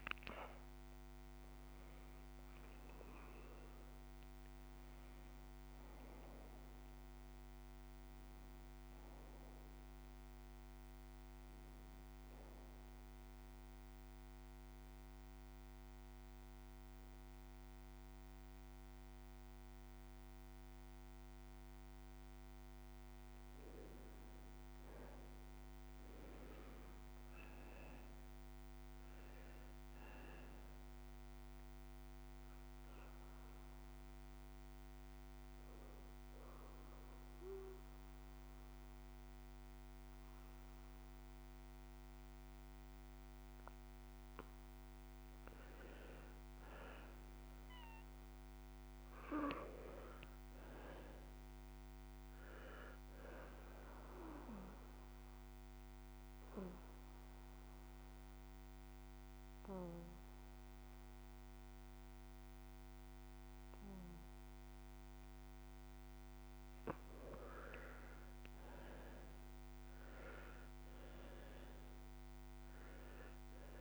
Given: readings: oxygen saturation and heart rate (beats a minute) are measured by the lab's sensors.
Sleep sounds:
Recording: breathing in sleep by a microphone on the trachea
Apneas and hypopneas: 3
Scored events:
0.00-1.50 s: arousal
0.00-12.00 s: oxygen desaturation (device-marked, oxygen 91% lowest, heart rate 27 extreme)
13.00-23.50 s: obstructive apnea (oxygen 95% before, 90% lowest)
25.50-29.50 s: arousal
32.00-44.00 s: oxygen desaturation (device-marked, oxygen 98% before, 92% lowest)
35.50-46.50 s: obstructive apnea (oxygen 98% before, 88% lowest)
48.50-52.00 s: arousal
51.00-65.00 s: oxygen desaturation (device-marked, oxygen 96% before, 90% lowest, heart rate 46 before, 138 extreme)
53.50-65.50 s: obstructive apnea (oxygen 98% before, 87% lowest, heart rate 48 before, 138 extreme, up 8 after)
67.50-71.50 s: arousal
71.00-73.81 s: oxygen desaturation (device-marked, oxygen 96% before, 91% lowest, heart rate 152 before, 138 extreme)
From the record:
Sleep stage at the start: N2 (light sleep)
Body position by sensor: on the right side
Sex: male

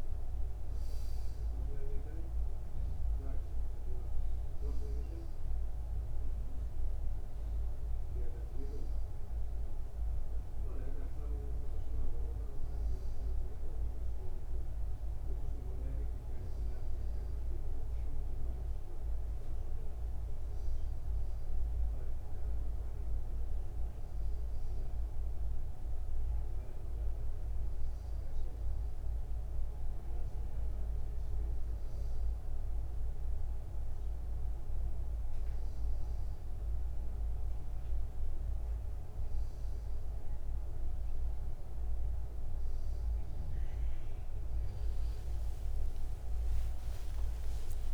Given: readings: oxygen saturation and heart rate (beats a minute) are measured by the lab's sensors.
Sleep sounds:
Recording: breathing in sleep, hard to hear, by a room microphone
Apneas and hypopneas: none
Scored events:
41.00-47.94 s: new sleep stage, awake
45.00-47.00 s: long interval between heartbeats (device-marked, heart rate 90 before, 98 extreme)
From the record:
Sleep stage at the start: N2 (light sleep)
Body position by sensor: on the back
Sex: male

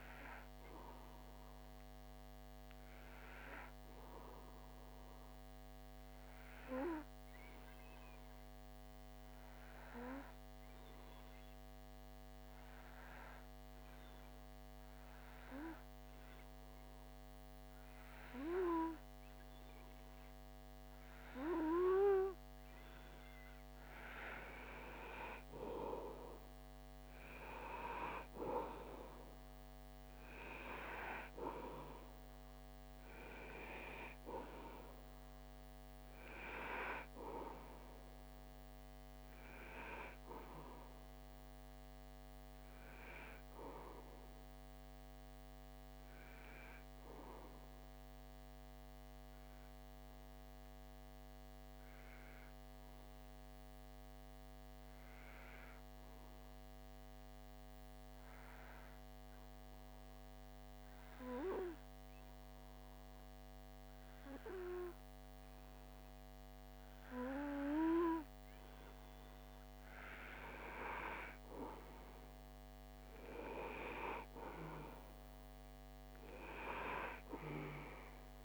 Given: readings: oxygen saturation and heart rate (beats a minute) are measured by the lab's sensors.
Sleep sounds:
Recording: breathing in sleep by a microphone on the trachea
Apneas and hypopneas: 2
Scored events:
0.00-4.50 s: oxygen desaturation (device-marked, oxygen 93% lowest)
3.50-22.00 s: obstructive apnea (oxygen 97% before, 92% lowest)
22.50-49.50 s: oxygen desaturation (device-marked, oxygen 95% before, 92% lowest)
23.50-27.00 s: arousal
46.00-68.00 s: obstructive apnea (oxygen 95% before, 92% lowest)
68.50-73.00 s: arousal
71.50-78.45 s: oxygen desaturation (device-marked, oxygen 96% before, 92% lowest)
From the record:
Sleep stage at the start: N2 (light sleep)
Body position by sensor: on the back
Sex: male

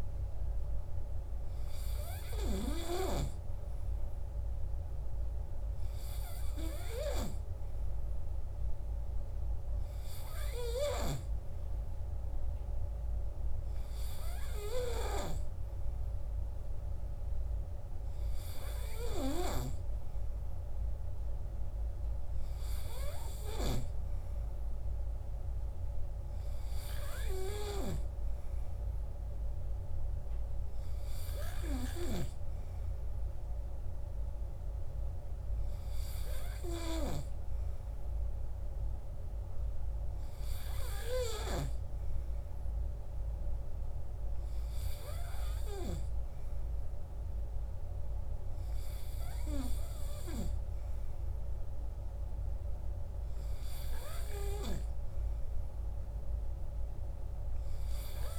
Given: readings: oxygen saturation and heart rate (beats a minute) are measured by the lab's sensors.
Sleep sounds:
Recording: breathing in sleep by a room microphone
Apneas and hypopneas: none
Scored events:
none scored
From the record:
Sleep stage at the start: N3 (deep sleep)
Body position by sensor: on the right side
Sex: male

